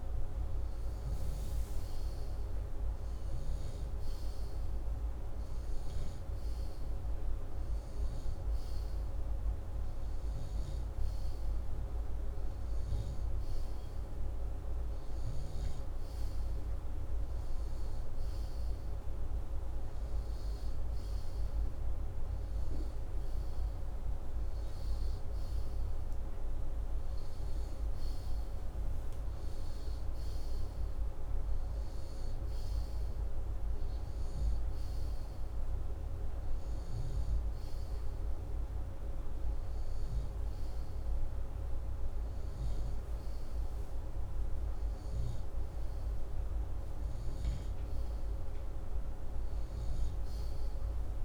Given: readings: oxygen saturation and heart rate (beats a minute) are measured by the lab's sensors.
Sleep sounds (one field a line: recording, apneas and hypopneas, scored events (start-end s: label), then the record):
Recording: breathing in sleep, hard to hear, by a room microphone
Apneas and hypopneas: none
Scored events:
none scored
From the record:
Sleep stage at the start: N2 (light sleep)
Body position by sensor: upright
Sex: male